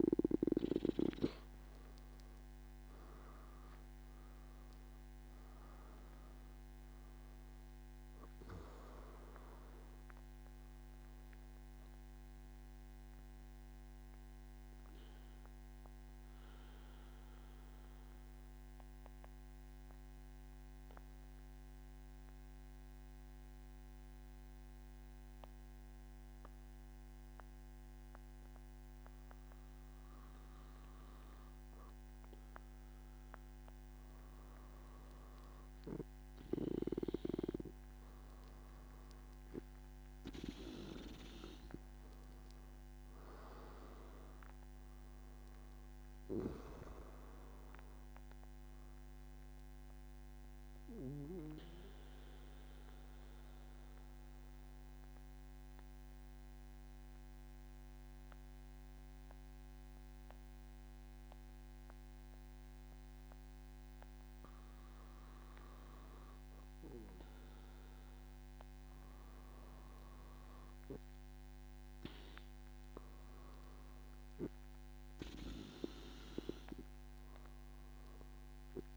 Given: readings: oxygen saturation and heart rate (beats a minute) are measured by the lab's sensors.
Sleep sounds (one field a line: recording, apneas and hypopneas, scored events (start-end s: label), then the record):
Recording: breathing in sleep by a microphone on the trachea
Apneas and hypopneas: 2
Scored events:
13.50-31.50 s: mixed apnea (oxygen 97% before, 93% lowest, heart rate 106 before, 96 extreme, up 1 after)
19.50-32.50 s: oxygen desaturation (device-marked, oxygen 96% before, 93% lowest, heart rate 103 before, 96 extreme)
50.00-67.00 s: mixed apnea (oxygen 97% before, 93% lowest, heart rate 111 before, 89 extreme, up 12 after)
From the record:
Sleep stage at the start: N1 (lightest sleep)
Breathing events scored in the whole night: 129 in 4.0 hours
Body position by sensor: on the back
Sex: male